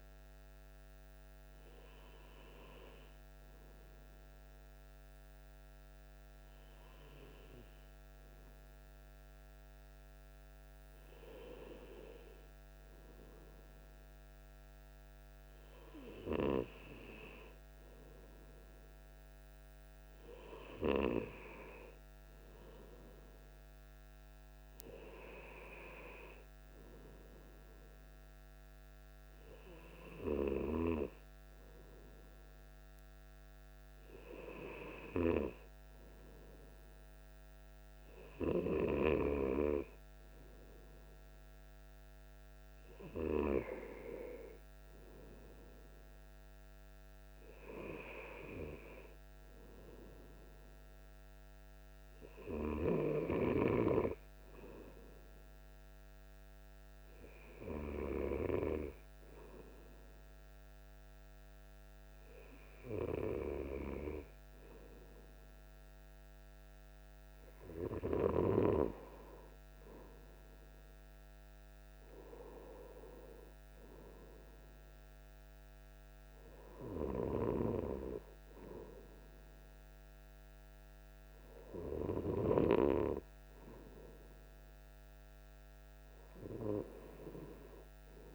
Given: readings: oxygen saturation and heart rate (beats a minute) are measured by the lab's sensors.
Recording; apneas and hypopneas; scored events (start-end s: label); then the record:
breathing in sleep by a microphone on the trachea; none
none scored
From the record:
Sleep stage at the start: N2 (light sleep); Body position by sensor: on the right side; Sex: male